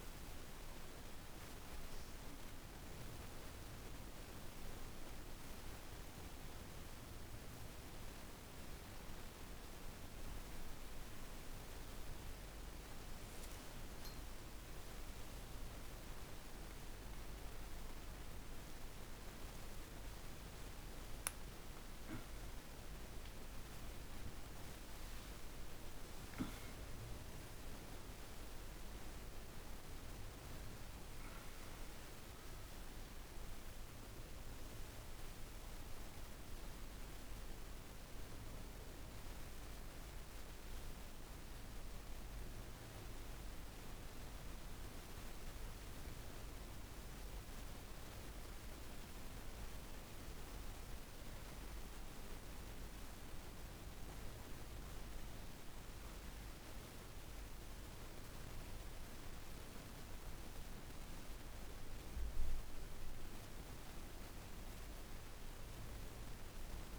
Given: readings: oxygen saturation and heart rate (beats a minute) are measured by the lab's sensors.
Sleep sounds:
a person awake in a sleep study, hard to hear, by a room microphone; none
63.00-66.98 s: new sleep stage, N1 (lightest sleep)
From the record:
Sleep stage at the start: awake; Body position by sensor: on the back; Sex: female

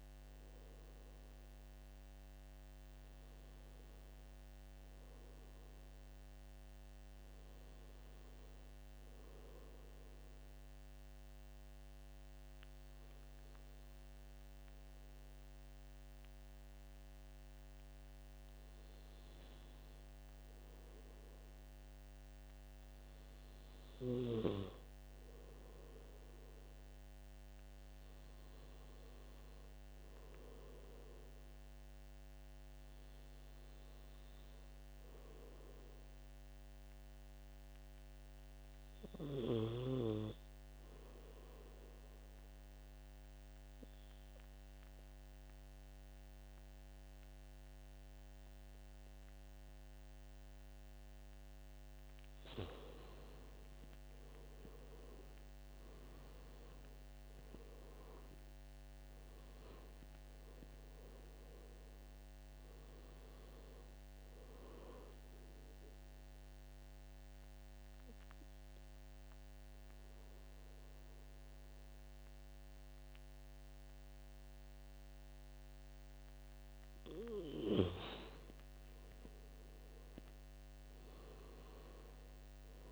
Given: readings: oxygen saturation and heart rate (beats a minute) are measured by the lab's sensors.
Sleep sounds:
breathing in sleep by a microphone on the trachea; 2
0.00-13.50 s: oxygen desaturation (device-marked, oxygen 91% lowest, heart rate 74 extreme)
25.50-44.50 s: oxygen desaturation (device-marked, oxygen 96% before, 92% lowest, heart rate 78 before, 75 extreme)
34.50-38.00 s: arousal
40.50-52.50 s: obstructive apnea (oxygen 96% before, 87% lowest, heart rate 78 before, 75 extreme, up 9 after)
54.50-58.50 s: arousal
57.50-76.50 s: oxygen desaturation (device-marked, oxygen 94% before, 87% lowest, heart rate 78 before, 75 extreme)
66.00-77.00 s: obstructive apnea (oxygen 95% before, 87% lowest, heart rate 80 before, 75 extreme, up 2 after)
79.00-82.50 s: arousal
From the record:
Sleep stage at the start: N2 (light sleep); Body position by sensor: on the right side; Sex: male

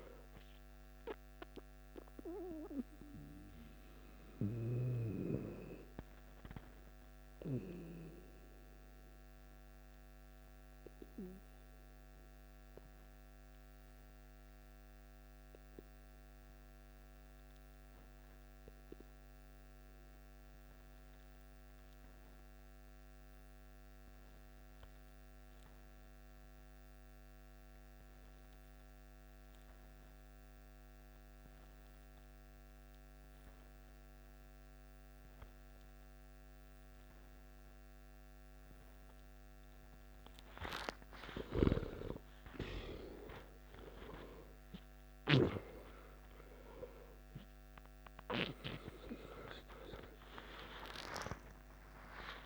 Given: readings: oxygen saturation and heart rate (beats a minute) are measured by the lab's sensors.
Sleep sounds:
breathing in sleep by a microphone on the trachea; 1
0.00-13.00 s: oxygen desaturation (device-marked, oxygen 90% lowest, heart rate 53 extreme)
8.50-40.50 s: obstructive apnea (oxygen 95% before, 90% lowest, heart rate 61 before, 53 extreme, up 14 after)
35.00-43.00 s: oxygen desaturation (device-marked, oxygen 98% before, 94% lowest, heart rate 55 before, 56 extreme)
41.50-46.50 s: arousal
52.00-52.46 s: new sleep stage, N1 (lightest sleep)
From the record:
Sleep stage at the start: N2 (light sleep); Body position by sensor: on the back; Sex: male

